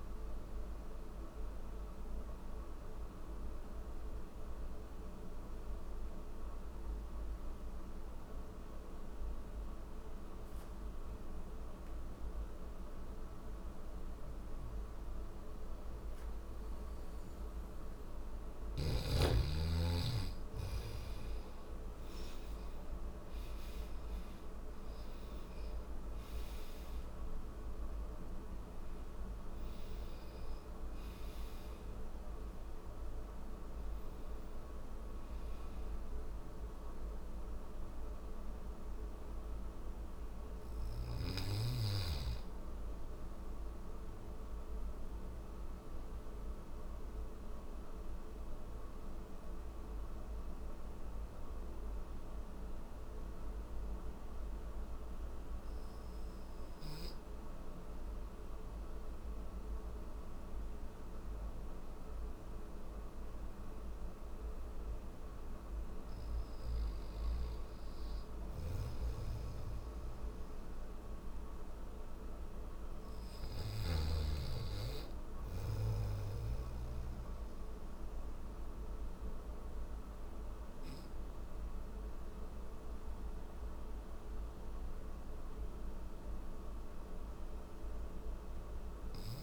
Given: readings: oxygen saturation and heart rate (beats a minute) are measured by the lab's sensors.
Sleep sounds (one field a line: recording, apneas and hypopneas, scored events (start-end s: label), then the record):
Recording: breathing in sleep, hard to hear, by a room microphone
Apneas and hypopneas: none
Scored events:
26.50-32.50 s: oxygen desaturation (device-marked, oxygen 96% before, 94% lowest)
67.50-73.00 s: snoring (device-marked)
70.50-89.43 s: oxygen desaturation (device-marked, oxygen 98% before, 95% lowest)
From the record:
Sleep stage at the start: N3 (deep sleep)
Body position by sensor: on the back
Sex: male